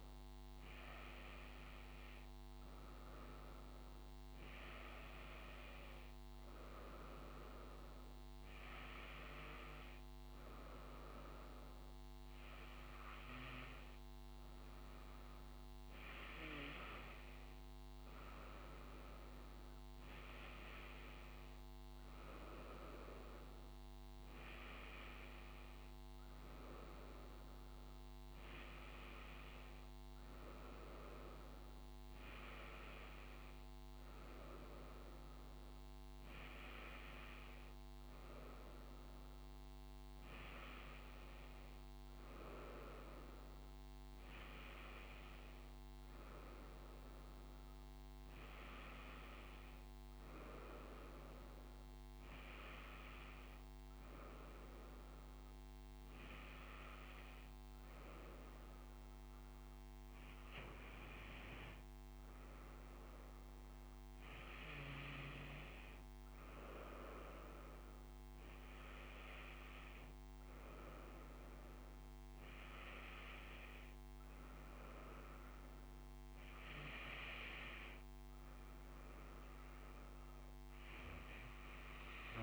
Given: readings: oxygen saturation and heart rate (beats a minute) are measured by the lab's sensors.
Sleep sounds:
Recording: breathing in sleep by a microphone on the trachea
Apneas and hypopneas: none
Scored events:
none scored
From the record:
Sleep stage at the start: N2 (light sleep)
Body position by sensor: on the front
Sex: female

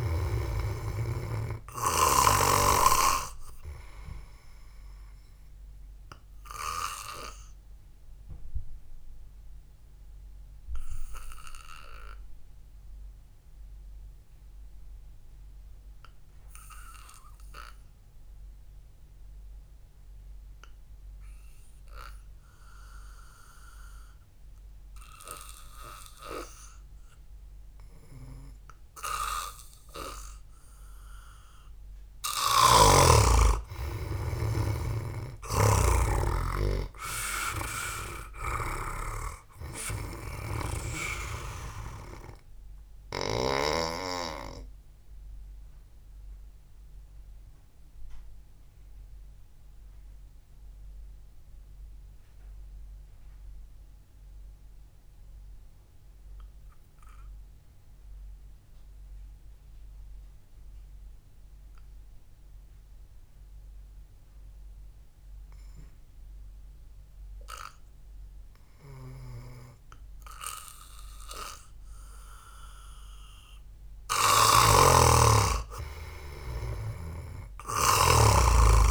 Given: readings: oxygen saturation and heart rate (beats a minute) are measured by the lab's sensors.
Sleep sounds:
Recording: breathing in sleep by a room microphone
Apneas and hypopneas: 2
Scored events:
0.00-1.00 s: snoring (device-marked)
0.00-3.00 s: arousal
8.00-29.50 s: obstructive apnea (oxygen 96% before, 88% lowest, heart rate 59 before, 50 extreme)
18.50-29.50 s: oxygen desaturation (device-marked, oxygen 93% before, 89% lowest, heart rate 57 before, 50 extreme)
31.50-35.00 s: arousal
35.50-44.50 s: snoring (device-marked)
38.50-52.50 s: oxygen desaturation (device-marked, oxygen 97% before, 93% lowest, heart rate 58 before, 53 extreme)
48.50-70.50 s: mixed apnea (oxygen 97% before, 86% lowest, heart rate 56 before, 51 extreme)
54.50-65.50 s: oxygen desaturation (device-marked, oxygen 94% before, 88% lowest, heart rate 60 before, 51 extreme)
75.00-78.90 s: arousal
75.00-78.90 s: snoring (device-marked)
76.50-78.90 s: oxygen desaturation (device-marked, oxygen 97% before, 86% lowest, heart rate 64 before, 48 extreme)
From the record:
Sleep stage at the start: N2 (light sleep)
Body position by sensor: on the back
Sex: male

